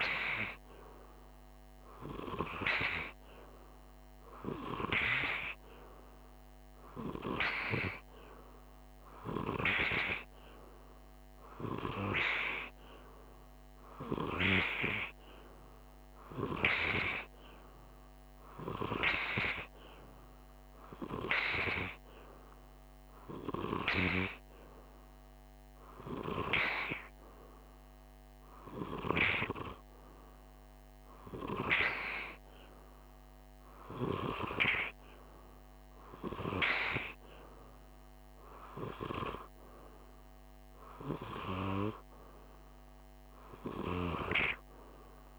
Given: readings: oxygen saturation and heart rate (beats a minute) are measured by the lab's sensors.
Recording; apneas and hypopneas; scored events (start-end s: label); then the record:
breathing in sleep by a microphone on the trachea; none
none scored
From the record:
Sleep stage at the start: N2 (light sleep); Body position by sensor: on the right side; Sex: male